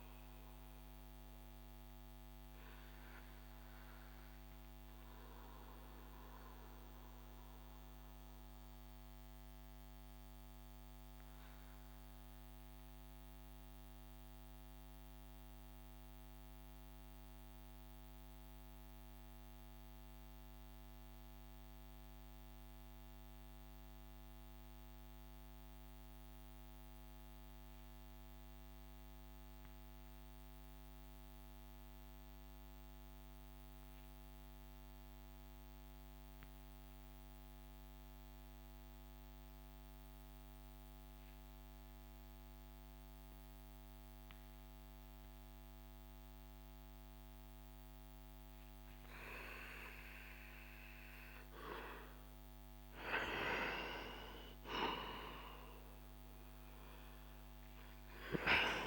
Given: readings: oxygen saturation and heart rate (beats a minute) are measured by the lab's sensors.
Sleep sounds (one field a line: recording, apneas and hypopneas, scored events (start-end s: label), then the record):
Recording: breathing in sleep by a microphone on the trachea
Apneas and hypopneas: 1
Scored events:
1.00-51.50 s: mixed apnea (oxygen 97% before, 89% lowest)
6.00-21.00 s: oxygen desaturation (device-marked, oxygen 95% before, 89% lowest)
42.00-46.00 s: oxygen desaturation (device-marked, oxygen 98% before, 95% lowest)
54.00-58.50 s: arousal
From the record:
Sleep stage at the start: N2 (light sleep)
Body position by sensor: on the back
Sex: male